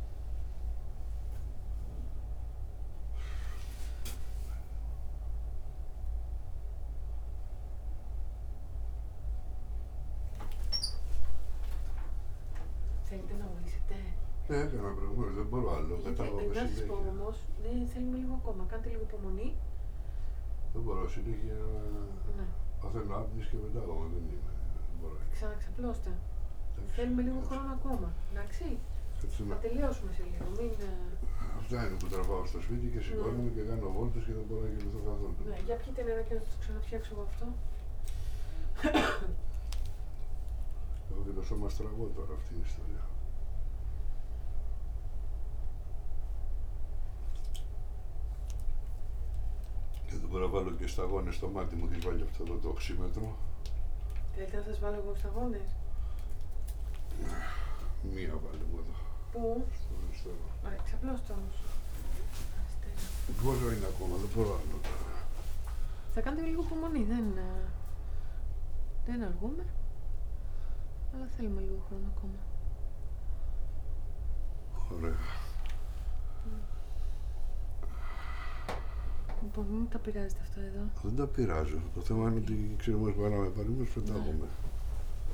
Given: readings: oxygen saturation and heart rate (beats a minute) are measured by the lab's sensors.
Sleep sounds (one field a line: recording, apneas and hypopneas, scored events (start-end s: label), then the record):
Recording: a person awake in a sleep study, by a room microphone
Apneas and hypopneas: none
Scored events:
none scored
From the record:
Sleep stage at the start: awake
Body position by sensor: upright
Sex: male